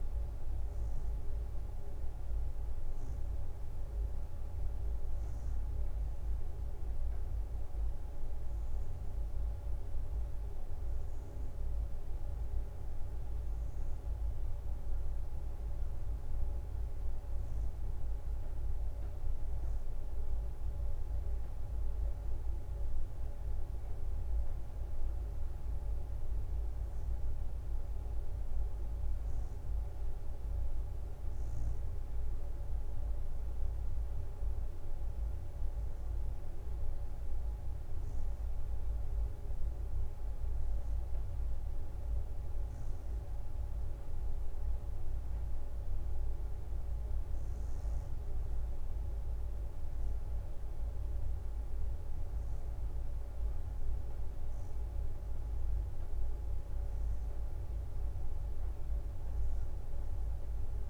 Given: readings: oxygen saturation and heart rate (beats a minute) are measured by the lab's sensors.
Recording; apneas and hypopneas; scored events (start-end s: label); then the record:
breathing in sleep, hard to hear, by a room microphone; none
0.00-10.00 s: drop in pulse transit time (device-marked, heart rate 64 before, 65 extreme)
From the record:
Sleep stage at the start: N2 (light sleep); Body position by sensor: on the right side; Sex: female